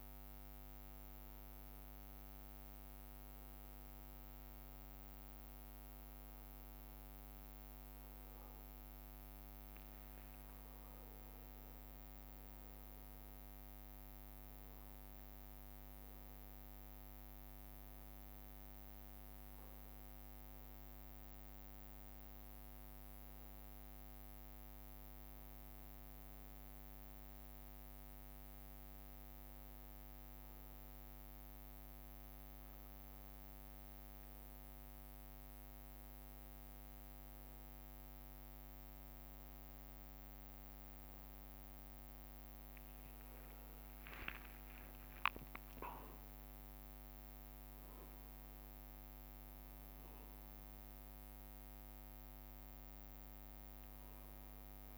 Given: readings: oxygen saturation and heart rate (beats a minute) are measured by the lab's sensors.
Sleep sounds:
breathing in sleep, hard to hear, by a microphone on the trachea; none
0.00-3.00 s: leg movement (device-marked)
6.50-13.50 s: leg movement (device-marked)
10.00-54.98 s: new sleep stage, N2 (light sleep)
11.00-13.00 s: long interval between heartbeats (device-marked, heart rate 66 before, 75 extreme)
42.00-49.00 s: tachycardia (device-marked, heart rate 73 before, 126 extreme)
44.50-46.50 s: leg movement (device-marked)
44.50-50.00 s: arousal
45.00-47.00 s: long interval between heartbeats (device-marked, heart rate 66 before, 113 extreme)
47.00-54.98 s: drop in pulse transit time (device-marked, heart rate 71 before, 65 extreme)
50.00-52.00 s: long interval between heartbeats (device-marked, heart rate 81 before, 118 extreme)
53.50-54.98 s: leg movement (device-marked)
From the record:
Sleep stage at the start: N1 (lightest sleep); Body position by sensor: on the back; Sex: male

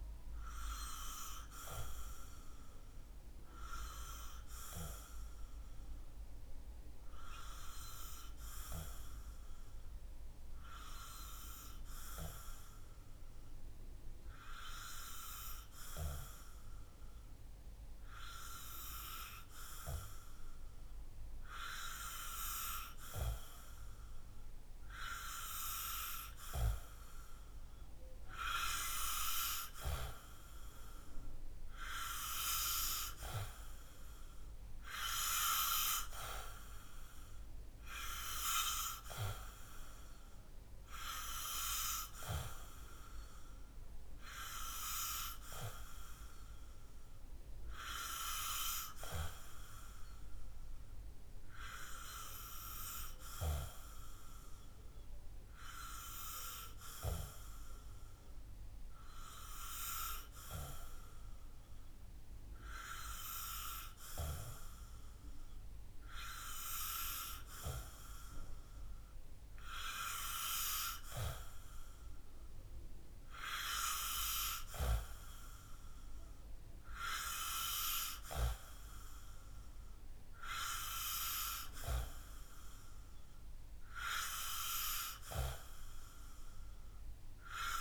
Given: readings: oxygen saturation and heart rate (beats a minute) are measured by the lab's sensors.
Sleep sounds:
breathing in sleep by a room microphone; none
0.00-11.00 s: oxygen desaturation (device-marked, oxygen 92% lowest, heart rate 63 extreme)
From the record:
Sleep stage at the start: N2 (light sleep); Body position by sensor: on the back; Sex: male

